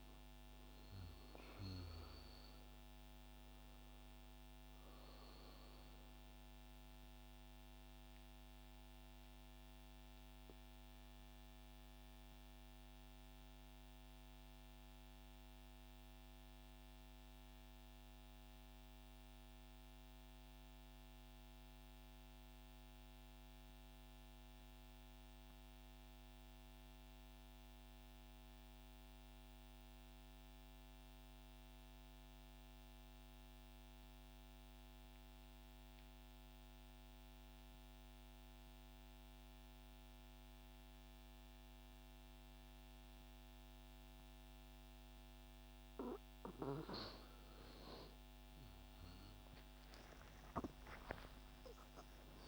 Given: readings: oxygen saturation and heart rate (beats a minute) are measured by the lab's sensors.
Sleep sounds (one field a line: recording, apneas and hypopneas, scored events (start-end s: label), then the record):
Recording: breathing in sleep, hard to hear, by a microphone on the trachea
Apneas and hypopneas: 1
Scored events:
0.00-21.00 s: oxygen desaturation (device-marked, oxygen 92% lowest, heart rate 43 extreme)
9.00-46.00 s: mixed apnea (oxygen 99% before, 89% lowest, heart rate 111 before, 42 extreme)
41.00-52.48 s: oxygen desaturation (device-marked, oxygen 97% before, 92% lowest)
49.50-52.48 s: arousal
From the record:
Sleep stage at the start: N2 (light sleep)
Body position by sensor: on the right side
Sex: male